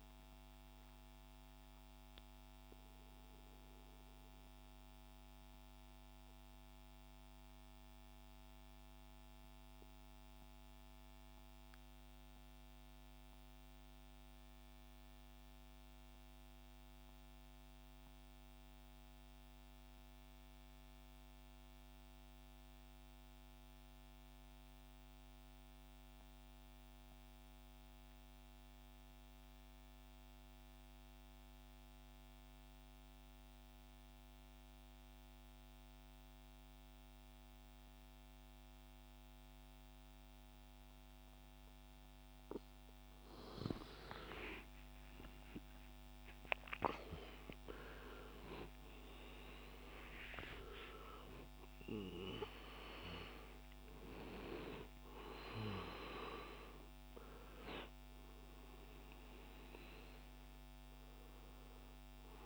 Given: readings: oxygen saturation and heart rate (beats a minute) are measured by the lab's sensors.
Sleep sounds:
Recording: breathing in sleep by a microphone on the trachea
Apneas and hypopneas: 1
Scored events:
0.00-13.50 s: oxygen desaturation (device-marked, oxygen 87% lowest, heart rate 58 extreme)
3.00-42.50 s: obstructive apnea (oxygen 97% before, 86% lowest, heart rate 72 before, 60 extreme, up 14 after)
31.50-62.46 s: oxygen desaturation (device-marked, oxygen 98% before, 86% lowest, heart rate 65 before, 62 extreme)
44.00-48.50 s: arousal
From the record:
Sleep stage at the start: N2 (light sleep)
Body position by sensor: on the back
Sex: male

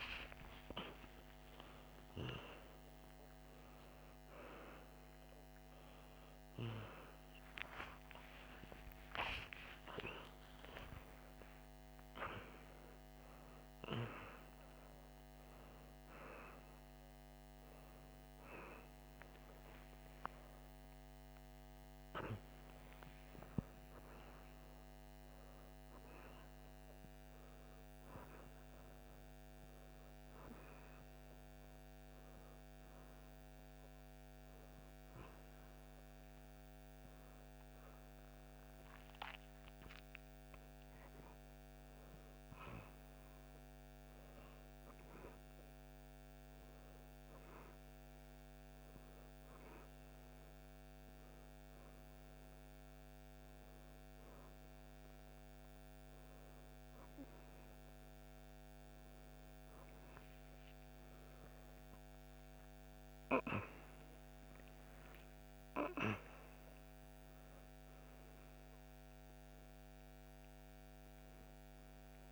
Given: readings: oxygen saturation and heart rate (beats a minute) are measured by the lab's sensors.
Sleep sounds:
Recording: a person awake in a sleep study, by a microphone on the trachea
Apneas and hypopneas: none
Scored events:
none scored
From the record:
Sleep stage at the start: awake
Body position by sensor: on the right side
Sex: female

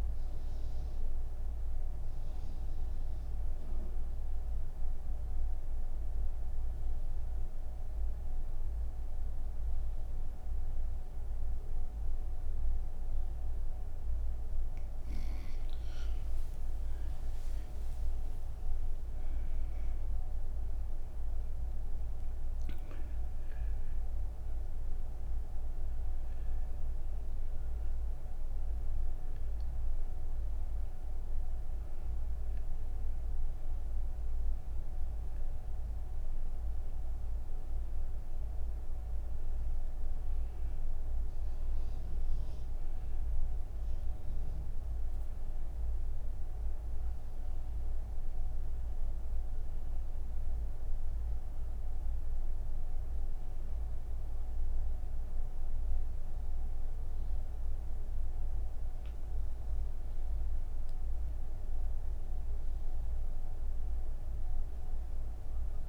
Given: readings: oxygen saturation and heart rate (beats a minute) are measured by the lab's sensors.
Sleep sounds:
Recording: breathing in sleep, hard to hear, by a room microphone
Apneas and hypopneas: none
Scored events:
17.50-24.50 s: oxygen desaturation (device-marked, oxygen 98% before, 93% lowest)
48.50-65.89 s: oxygen desaturation (device-marked, oxygen 92% before, 85% lowest)
From the record:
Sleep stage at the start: N2 (light sleep)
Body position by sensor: on the right side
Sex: female

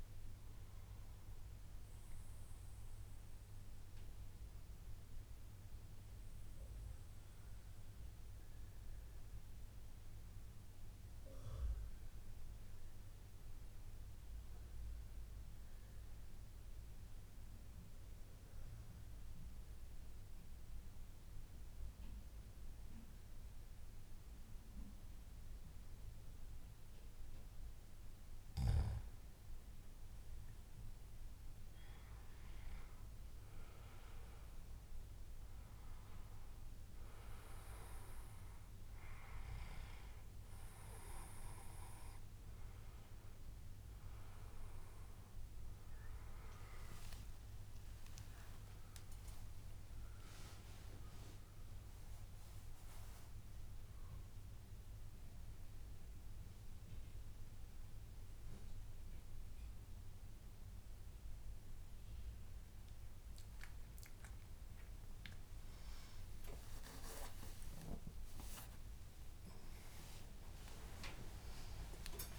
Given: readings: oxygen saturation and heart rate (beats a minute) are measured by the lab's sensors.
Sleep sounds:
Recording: breathing in sleep by a room microphone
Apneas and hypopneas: 1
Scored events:
2.50-4.50 s: long interval between heartbeats (device-marked, heart rate 116 before, 115 extreme)
5.00-26.50 s: central apnea (oxygen 97% before, 92% lowest, heart rate 116 before, 100 extreme, up 15 after)
14.00-16.00 s: long interval between heartbeats (device-marked, heart rate 115 before, 102 extreme)
22.50-24.50 s: long interval between heartbeats (device-marked, heart rate 105 before, 106 extreme)
57.00-72.39 s: new sleep stage, awake
58.00-64.00 s: oxygen desaturation (device-marked, oxygen 96% before, 92% lowest, heart rate 140 before, 141 extreme)
From the record:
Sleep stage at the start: N2 (light sleep)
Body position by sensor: on the back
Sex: male

